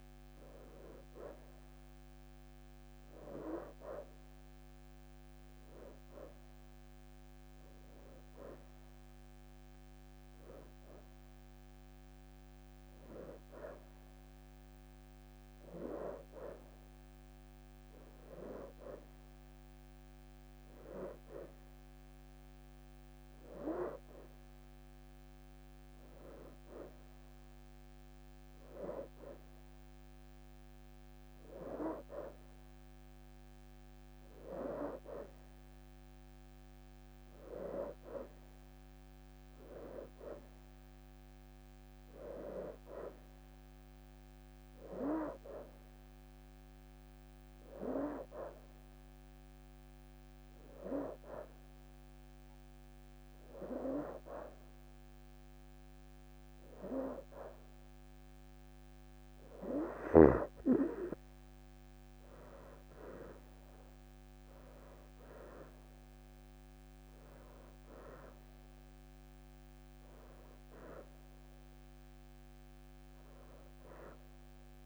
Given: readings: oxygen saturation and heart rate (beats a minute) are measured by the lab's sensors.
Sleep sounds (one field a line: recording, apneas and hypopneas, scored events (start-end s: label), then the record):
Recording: breathing in sleep by a microphone on the trachea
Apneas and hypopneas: 1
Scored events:
5.00-9.50 s: leg movement (device-marked)
30.00-32.50 s: leg movement (device-marked)
34.50-39.50 s: arousal
37.00-39.00 s: leg movement (device-marked)
46.00-57.00 s: hypopnea (oxygen 90% before, 84% lowest, heart rate 60 before, 53 extreme, up 3 after)
60.50-61.50 s: leg movement (device-marked)
60.50-74.86 s: oxygen desaturation (device-marked, oxygen 90% before, 84% lowest, heart rate 65 before, 44 extreme)
62.00-67.50 s: arousal
63.00-64.00 s: leg movement (device-marked)
From the record:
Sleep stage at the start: N2 (light sleep)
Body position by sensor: on the right side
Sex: female